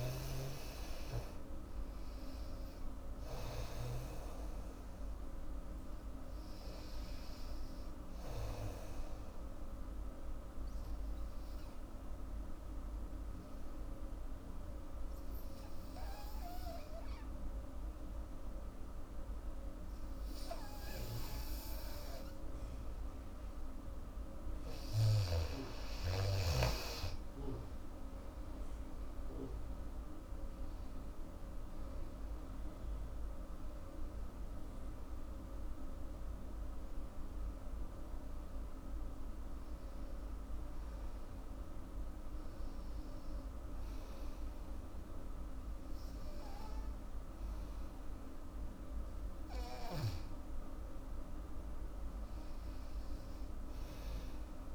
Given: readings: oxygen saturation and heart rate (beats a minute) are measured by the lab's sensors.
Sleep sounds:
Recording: breathing in sleep by a room microphone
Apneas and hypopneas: 1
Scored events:
0.00-11.00 s: oxygen desaturation (device-marked, oxygen 91% lowest, heart rate 77 extreme)
9.00-24.00 s: obstructive apnea (oxygen 97% before, 87% lowest, heart rate 83 before, 77 extreme, up 12 after)
22.00-46.00 s: oxygen desaturation (device-marked, oxygen 97% before, 87% lowest, heart rate 82 before, 76 extreme)
26.00-29.50 s: arousal
From the record:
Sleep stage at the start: N2 (light sleep)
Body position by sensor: on the back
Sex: female

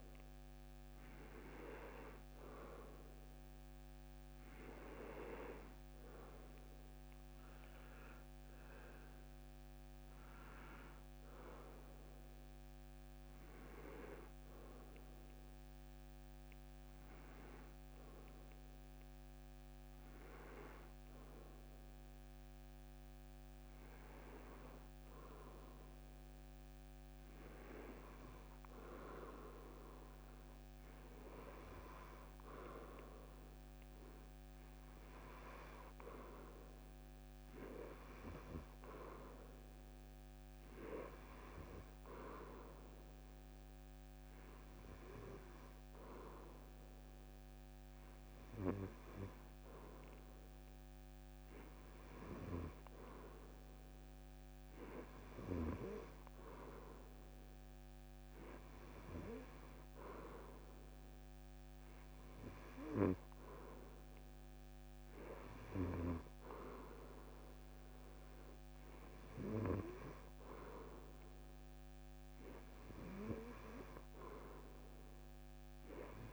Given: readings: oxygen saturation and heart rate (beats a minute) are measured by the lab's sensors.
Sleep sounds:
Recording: breathing in sleep by a microphone on the trachea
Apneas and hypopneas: 1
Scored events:
5.00-9.00 s: arousal
18.50-31.00 s: hypopnea (oxygen 92% before, 88% lowest, heart rate 145 before, 72 extreme, up 40 after)
31.00-47.00 s: oxygen desaturation (device-marked, oxygen 93% before, 88% lowest, heart rate 110 before, 56 extreme)
33.00-37.00 s: arousal
From the record:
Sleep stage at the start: N2 (light sleep)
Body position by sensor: on the back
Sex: male

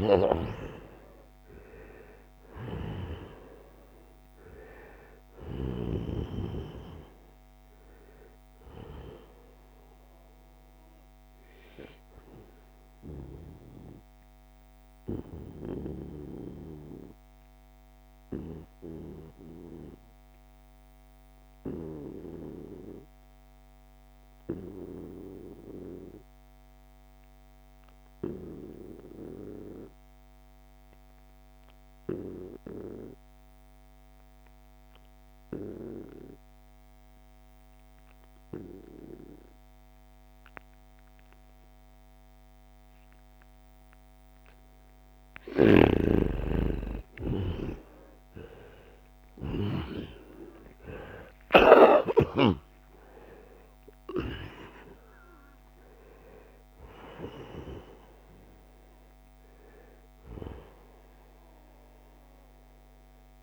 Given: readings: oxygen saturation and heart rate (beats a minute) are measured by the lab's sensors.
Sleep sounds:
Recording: breathing in sleep by a microphone on the trachea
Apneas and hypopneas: 1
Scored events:
0.00-5.50 s: snoring (device-marked)
0.00-18.00 s: oxygen desaturation (device-marked, oxygen 90% lowest, heart rate 65 extreme)
13.50-44.00 s: obstructive apnea (oxygen 97% before, 87% lowest, heart rate 78 before, 65 extreme, up 8 after)
37.00-63.43 s: oxygen desaturation (device-marked, oxygen 97% before, 87% lowest, heart rate 71 before, 65 extreme)
46.00-51.00 s: arousal
From the record:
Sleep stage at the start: N2 (light sleep)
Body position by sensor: on the right side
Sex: male

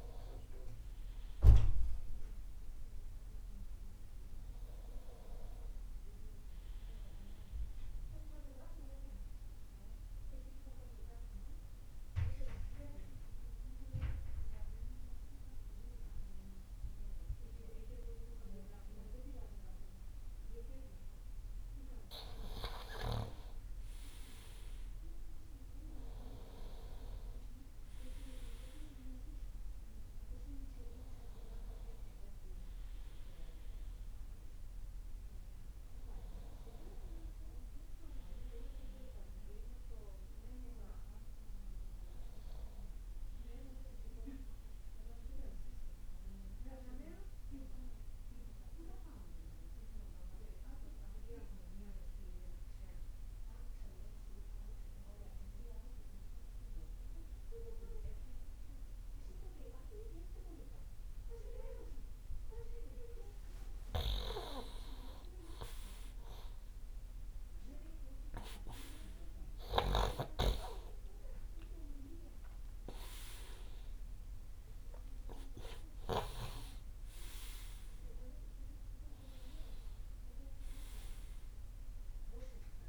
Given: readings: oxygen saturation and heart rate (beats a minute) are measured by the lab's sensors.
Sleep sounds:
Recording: breathing in sleep by a room microphone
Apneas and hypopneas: 2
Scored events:
0.00-5.00 s: oxygen desaturation (device-marked, oxygen 94% lowest, heart rate 67 extreme)
9.00-22.50 s: obstructive apnea (oxygen 98% before, 90% lowest, heart rate 72 before, 68 extreme, up 9 after)
23.00-27.50 s: arousal
27.00-44.00 s: oxygen desaturation (device-marked, oxygen 97% before, 92% lowest, heart rate 70 before, 68 extreme)
45.50-64.00 s: mixed apnea (oxygen 97% before, 90% lowest, heart rate 73 before, 69 extreme, up 17 after)
63.00-82.89 s: oxygen desaturation (device-marked, oxygen 99% before, 90% lowest, heart rate 70 before, 58 extreme)
65.00-69.50 s: arousal
From the record:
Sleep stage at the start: N2 (light sleep)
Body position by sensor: on the right side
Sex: male

